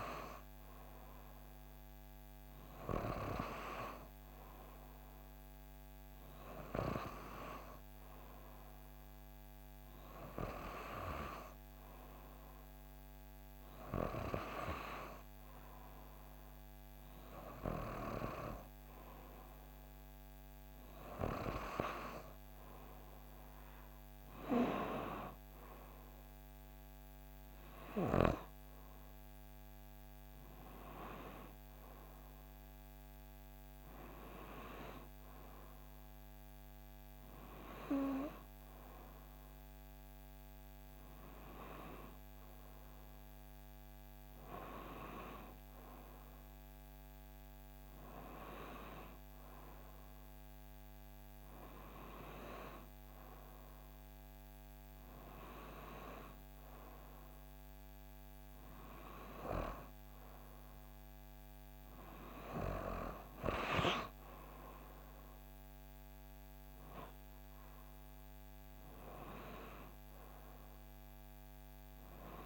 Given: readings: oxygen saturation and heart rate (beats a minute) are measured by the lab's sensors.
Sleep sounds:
breathing in sleep by a microphone on the trachea; none
72.00-72.46 s: new sleep stage, N2 (light sleep)
From the record:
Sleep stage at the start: N3 (deep sleep); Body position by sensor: on the back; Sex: female

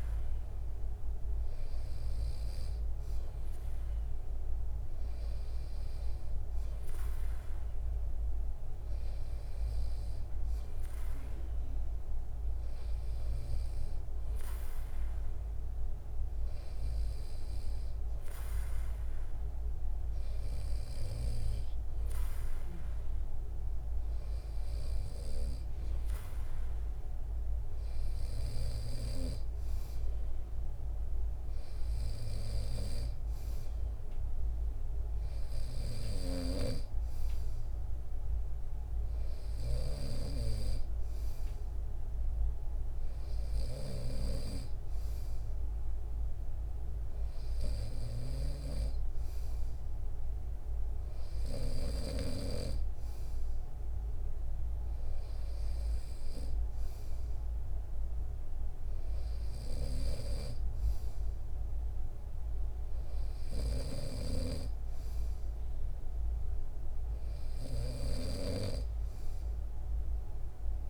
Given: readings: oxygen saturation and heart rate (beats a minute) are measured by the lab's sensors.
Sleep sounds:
breathing in sleep by a room microphone; none
39.50-52.50 s: snoring (device-marked)
63.50-68.50 s: snoring (device-marked)
From the record:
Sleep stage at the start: N2 (light sleep); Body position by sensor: on the back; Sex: male

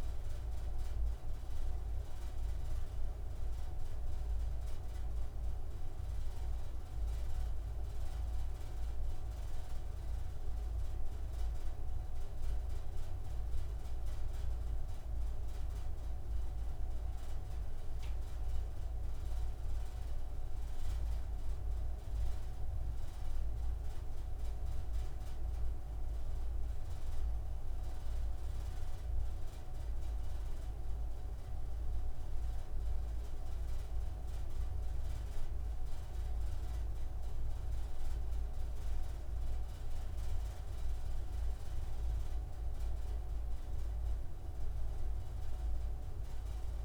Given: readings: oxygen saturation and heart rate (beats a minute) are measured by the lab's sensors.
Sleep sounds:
breathing in sleep, hard to hear, by a room microphone; none
none scored
From the record:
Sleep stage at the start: N3 (deep sleep); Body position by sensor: on the right side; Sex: male

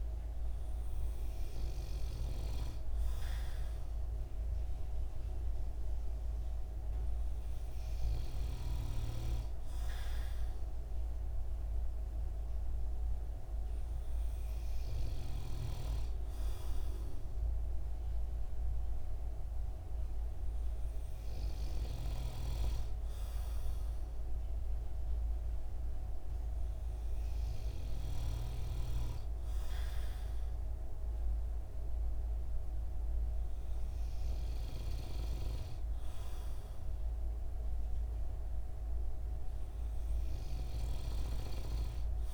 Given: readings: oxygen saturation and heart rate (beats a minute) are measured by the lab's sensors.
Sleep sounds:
breathing in sleep, hard to hear, by a room microphone; none
none scored
From the record:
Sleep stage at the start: N2 (light sleep); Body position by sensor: on the right side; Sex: male

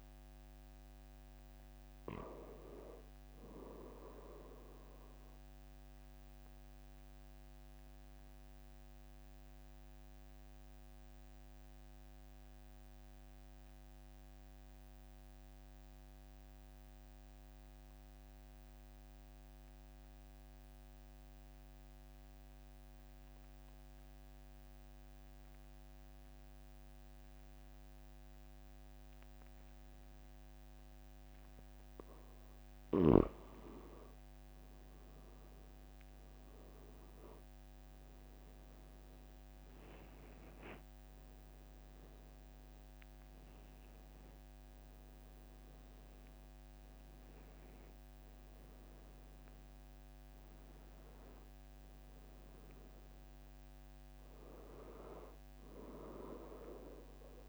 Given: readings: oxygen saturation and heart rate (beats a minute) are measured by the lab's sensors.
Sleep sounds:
breathing in sleep by a microphone on the trachea; 1
6.50-33.50 s: mixed apnea (oxygen 96% before, 91% lowest, heart rate 45 before, 44 extreme, up 5 after)
34.00-47.00 s: oxygen desaturation (device-marked, oxygen 97% before, 93% lowest, heart rate 45 before, 43 extreme)
35.00-40.00 s: arousal
53.00-57.48 s: oxygen desaturation (device-marked, oxygen 94% before, 91% lowest, heart rate 48 before, 43 extreme)
From the record:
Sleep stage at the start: N2 (light sleep); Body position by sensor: on the back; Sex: male

